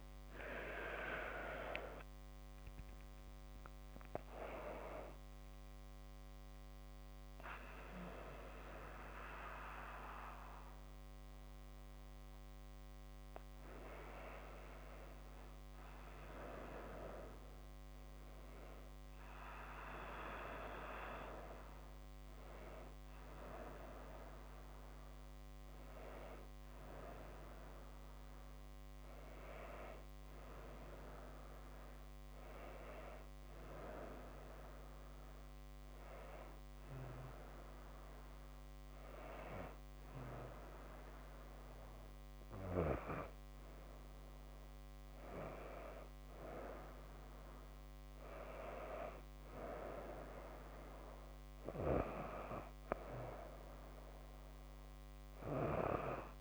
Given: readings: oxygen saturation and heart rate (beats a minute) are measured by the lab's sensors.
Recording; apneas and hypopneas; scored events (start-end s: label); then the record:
breathing in sleep by a microphone on the trachea; none
0.00-2.00 s: arousal
7.00-37.00 s: new sleep stage, N1 (lightest sleep)
37.00-56.41 s: new sleep stage, N2 (light sleep)
From the record:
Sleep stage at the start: N2 (light sleep); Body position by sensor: on the back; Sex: female